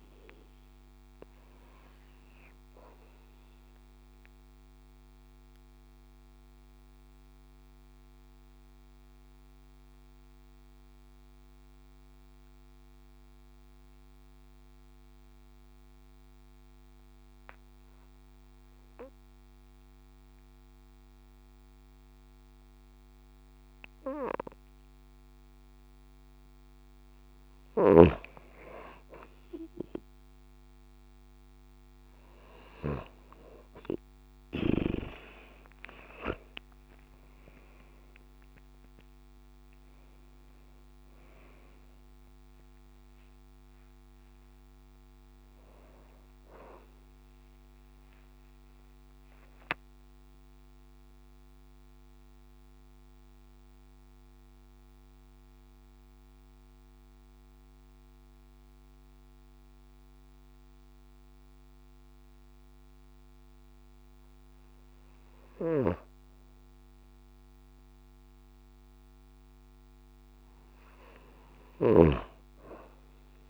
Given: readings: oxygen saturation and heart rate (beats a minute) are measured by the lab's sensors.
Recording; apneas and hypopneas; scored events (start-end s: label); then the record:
breathing in sleep by a microphone on the trachea; 2
0.00-16.00 s: oxygen desaturation (device-marked, oxygen 90% lowest)
5.00-26.50 s: mixed apnea (oxygen 96% before, 90% lowest)
29.50-34.50 s: arousal
35.00-59.00 s: oxygen desaturation (device-marked, oxygen 96% before, 92% lowest)
37.00-39.00 s: long interval between heartbeats (device-marked)
40.50-42.50 s: long interval between heartbeats (device-marked, heart rate 35 before, 68 extreme)
47.50-64.50 s: central apnea (oxygen 96% before, 92% lowest)
50.50-52.50 s: long interval between heartbeats (device-marked)
67.00-71.50 s: arousal
71.00-73.50 s: snoring (device-marked)
From the record:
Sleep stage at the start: N2 (light sleep); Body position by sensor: on the right side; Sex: female